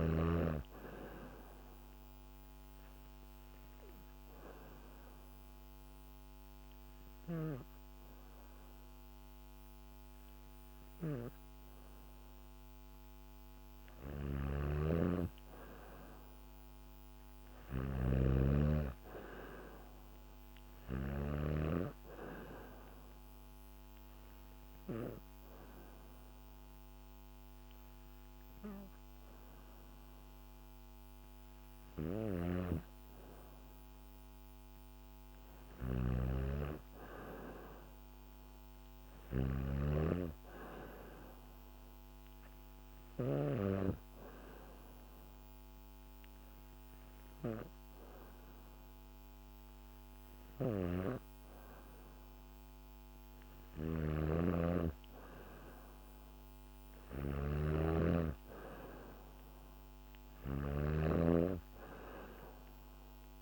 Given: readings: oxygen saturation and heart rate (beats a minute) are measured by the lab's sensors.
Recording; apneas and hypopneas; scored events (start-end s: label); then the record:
breathing in sleep by a microphone on the trachea; 3
2.00-13.50 s: obstructive apnea (oxygen 97% before, 92% lowest, heart rate 68 before, 65 extreme, up 2 after)
13.50-21.00 s: snoring (device-marked)
15.50-18.50 s: arousal
22.50-34.00 s: obstructive apnea (oxygen 96% before, 92% lowest, heart rate 67 before, 66 extreme, up 5 after)
31.50-43.00 s: snoring (device-marked)
36.00-39.00 s: arousal
42.50-53.00 s: hypopnea (oxygen 95% before, 92% lowest, heart rate 70 before, 70 extreme, up 0 after)
50.00-63.42 s: snoring (device-marked)
From the record:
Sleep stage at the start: N2 (light sleep); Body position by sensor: on the back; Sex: female